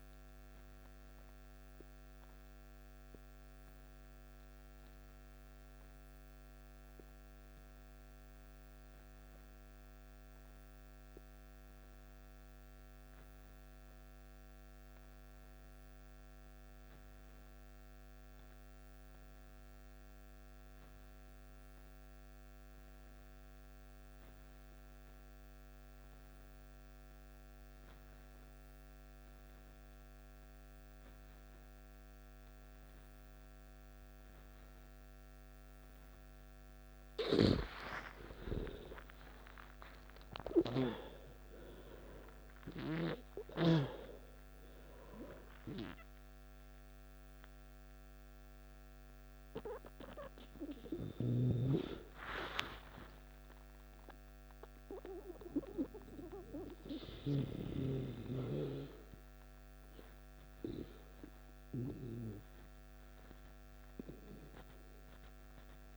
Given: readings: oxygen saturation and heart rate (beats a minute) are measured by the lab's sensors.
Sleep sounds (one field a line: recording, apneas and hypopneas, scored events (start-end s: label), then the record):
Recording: breathing in sleep by a microphone on the trachea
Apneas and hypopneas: 1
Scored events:
0.00-8.00 s: oxygen desaturation (device-marked, oxygen 90% lowest, heart rate 51 extreme)
3.00-37.00 s: central apnea (oxygen 96% before, 88% lowest, heart rate 62 before, 51 extreme, up 13 after)
25.00-65.97 s: oxygen desaturation (device-marked, oxygen 98% before, 88% lowest, heart rate 53 before, 55 extreme)
38.00-42.00 s: arousal
From the record:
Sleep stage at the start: N2 (light sleep)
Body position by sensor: on the back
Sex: male